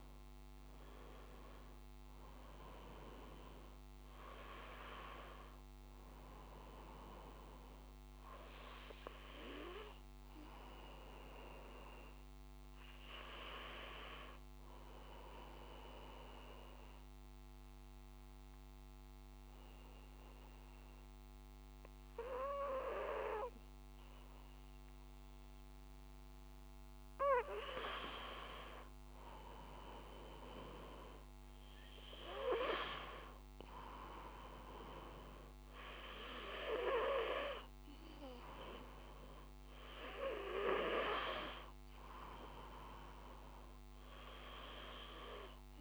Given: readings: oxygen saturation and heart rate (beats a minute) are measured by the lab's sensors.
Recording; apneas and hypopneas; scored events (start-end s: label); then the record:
breathing in sleep by a microphone on the trachea; 1
14.00-26.00 s: obstructive apnea (oxygen 95% before, 93% lowest, heart rate 41 before, 28 extreme, up 12 after)
28.50-33.00 s: arousal
From the record:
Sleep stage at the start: N2 (light sleep); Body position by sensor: on the back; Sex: male